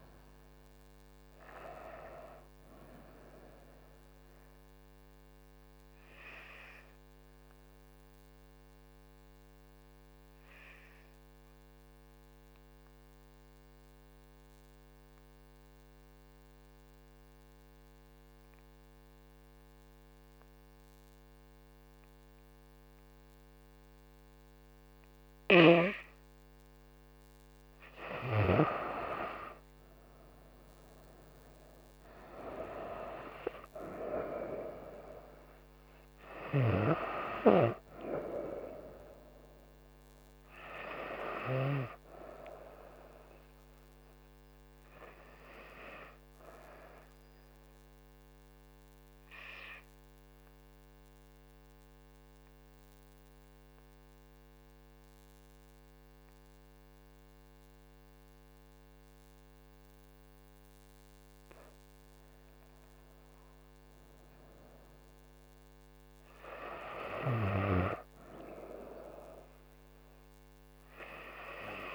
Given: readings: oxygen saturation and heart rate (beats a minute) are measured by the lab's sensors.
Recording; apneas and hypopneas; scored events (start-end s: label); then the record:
a person partly awake in a sleep study, by a microphone on the trachea; 2
1.00-71.95 s: new sleep stage, N2 (light sleep)
12.00-28.00 s: mixed apnea (oxygen 99% before, 93% lowest, heart rate 84 before, 66 extreme, up 7 after)
27.00-52.00 s: oxygen desaturation (device-marked, oxygen 99% before, 93% lowest, heart rate 69 before, 65 extreme)
31.00-34.50 s: arousal
50.00-61.50 s: obstructive apnea (oxygen 99% before, 96% lowest, heart rate 70 before, 65 extreme, up 6 after)
66.00-70.00 s: arousal
From the record:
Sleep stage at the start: awake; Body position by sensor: on the right side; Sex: female